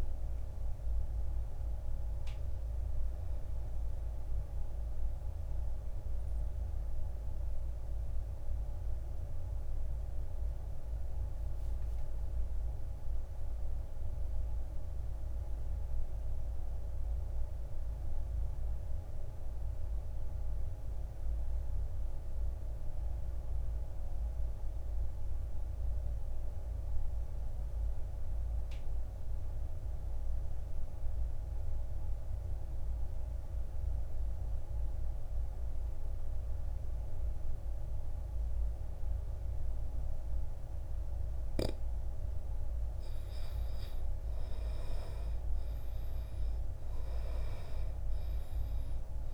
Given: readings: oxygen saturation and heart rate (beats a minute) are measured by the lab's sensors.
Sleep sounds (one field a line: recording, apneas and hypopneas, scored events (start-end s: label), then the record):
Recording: breathing in sleep, hard to hear, by a room microphone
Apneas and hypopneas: 1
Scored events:
0.00-12.50 s: oxygen desaturation (device-marked, oxygen 76% lowest, heart rate 53 extreme)
6.50-42.00 s: obstructive apnea (oxygen 95% before, 76% lowest, heart rate 67 before, 53 extreme, up 10 after)
33.50-49.34 s: oxygen desaturation (device-marked, oxygen 99% before, 78% lowest, heart rate 56 before, 55 extreme)
44.00-48.00 s: arousal
From the record:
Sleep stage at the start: N2 (light sleep)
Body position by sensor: on the back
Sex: male